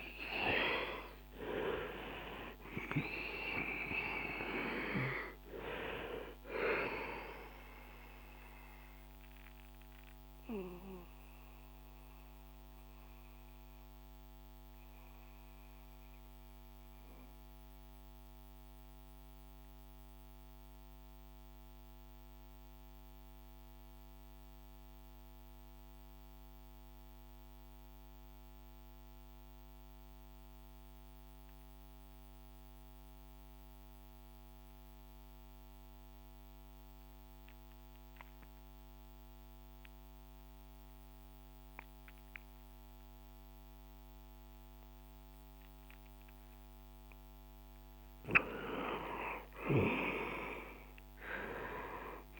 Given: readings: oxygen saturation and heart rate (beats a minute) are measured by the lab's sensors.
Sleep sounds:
breathing in sleep by a microphone on the trachea; 1
0.00-1.00 s: arousal
0.00-32.00 s: oxygen desaturation (device-marked, oxygen 84% lowest, heart rate 58 extreme)
8.50-46.50 s: mixed apnea (oxygen 98% before, 84% lowest, heart rate 66 before, 58 extreme, up 10 after)
15.00-52.40 s: new sleep stage, REM sleep
48.00-52.00 s: arousal
From the record:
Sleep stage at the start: N2 (light sleep); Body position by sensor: on the back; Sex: male

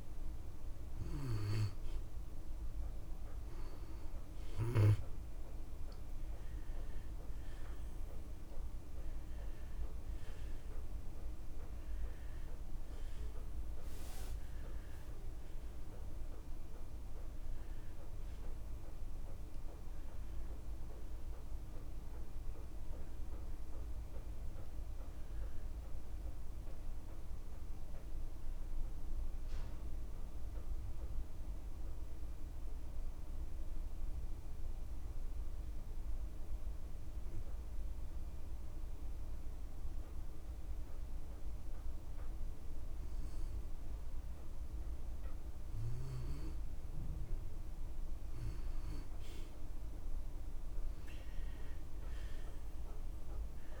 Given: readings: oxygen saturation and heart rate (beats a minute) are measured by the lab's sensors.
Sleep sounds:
breathing in sleep, hard to hear, by a room microphone; 1
7.00-9.00 s: long interval between heartbeats (device-marked)
10.00-44.00 s: oxygen desaturation (device-marked, oxygen 96% before, 88% lowest)
23.50-25.50 s: long interval between heartbeats (device-marked)
23.50-27.00 s: arousal
30.00-44.00 s: obstructive apnea (oxygen 96% before, 88% lowest)
39.50-41.50 s: long interval between heartbeats (device-marked, heart rate 37 before, 46 extreme)
50.50-52.50 s: long interval between heartbeats (device-marked)
From the record:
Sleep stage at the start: N2 (light sleep); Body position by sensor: on the back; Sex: male

